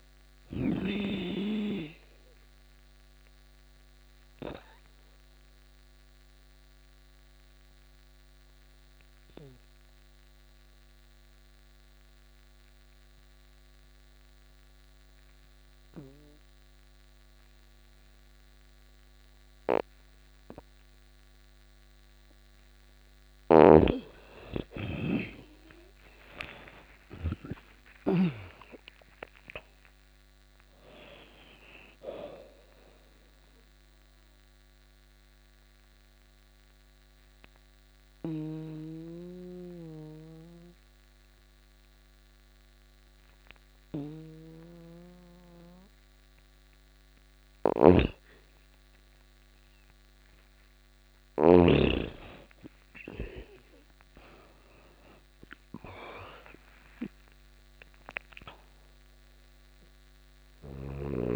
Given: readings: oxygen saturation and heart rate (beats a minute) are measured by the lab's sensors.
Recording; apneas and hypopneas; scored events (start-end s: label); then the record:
breathing in sleep by a microphone on the trachea; 2
0.00-14.50 s: oxygen desaturation (device-marked, oxygen 85% lowest)
3.00-22.00 s: obstructive apnea (oxygen 98% before, 85% lowest)
22.50-26.50 s: snoring (device-marked)
23.50-28.00 s: arousal
26.50-44.50 s: oxygen desaturation (device-marked, oxygen 99% before, 85% lowest)
33.00-47.00 s: obstructive apnea (oxygen 99% before, 85% lowest)
37.00-51.00 s: snoring (device-marked)
49.50-61.36 s: oxygen desaturation (device-marked, oxygen 99% before, 88% lowest)
51.00-56.50 s: arousal
59.50-61.36 s: snoring (device-marked)
From the record:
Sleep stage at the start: N2 (light sleep); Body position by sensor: on the back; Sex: female